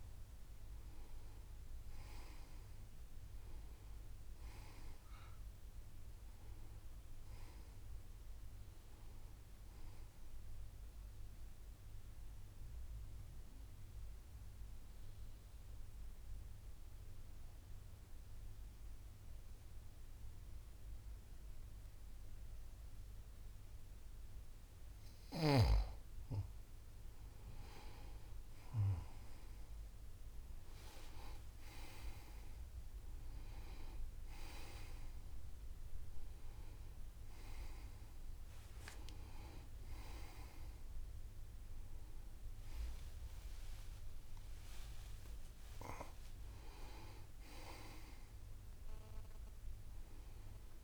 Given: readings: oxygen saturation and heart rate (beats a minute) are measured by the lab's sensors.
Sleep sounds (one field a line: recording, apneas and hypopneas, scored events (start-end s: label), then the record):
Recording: breathing in sleep by a room microphone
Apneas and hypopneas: 1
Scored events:
0.00-18.50 s: oxygen desaturation (device-marked, oxygen 90% lowest, heart rate 27 extreme)
8.00-11.50 s: arousal
13.50-26.00 s: obstructive apnea (oxygen 96% before, 91% lowest)
23.50-50.84 s: new sleep stage, N1 (lightest sleep)
28.00-31.00 s: arousal
From the record:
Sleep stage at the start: N2 (light sleep)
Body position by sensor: on the back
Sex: male